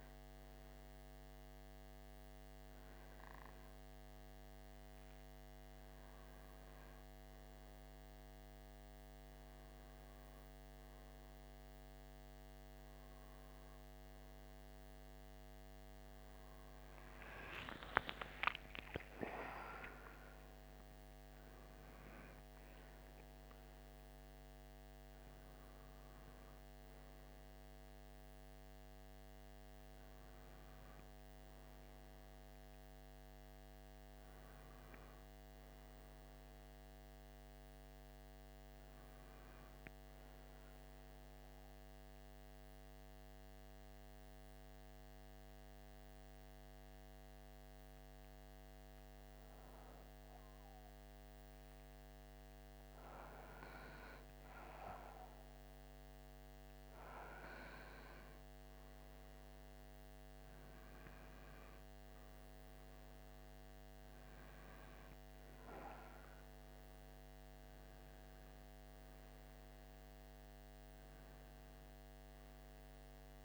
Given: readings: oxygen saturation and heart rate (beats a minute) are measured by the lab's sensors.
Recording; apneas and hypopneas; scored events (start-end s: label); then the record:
breathing in sleep by a microphone on the trachea; 1
17.50-22.00 s: arousal
39.50-73.45 s: new sleep stage, N2 (light sleep)
41.50-54.00 s: obstructive apnea (oxygen 93% before, 89% lowest)
58.00-63.50 s: arousal
66.50-73.45 s: oxygen desaturation (device-marked, oxygen 94% before, 89% lowest)
From the record:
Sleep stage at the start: N1 (lightest sleep); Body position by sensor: on the front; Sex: male